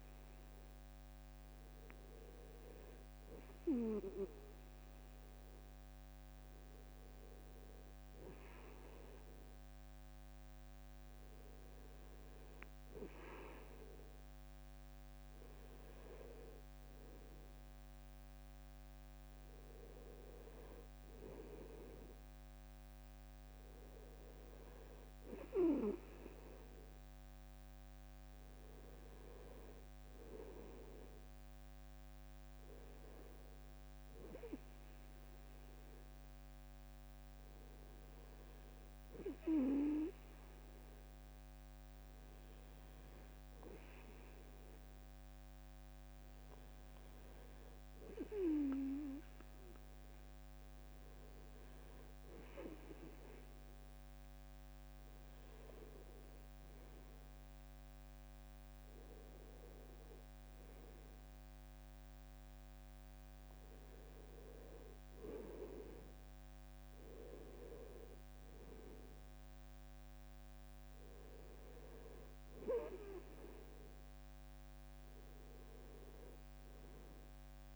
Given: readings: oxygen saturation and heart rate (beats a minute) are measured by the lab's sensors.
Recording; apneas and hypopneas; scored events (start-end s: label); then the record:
breathing in sleep by a microphone on the trachea; none
none scored
From the record:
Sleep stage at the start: N2 (light sleep); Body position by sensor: on the back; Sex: male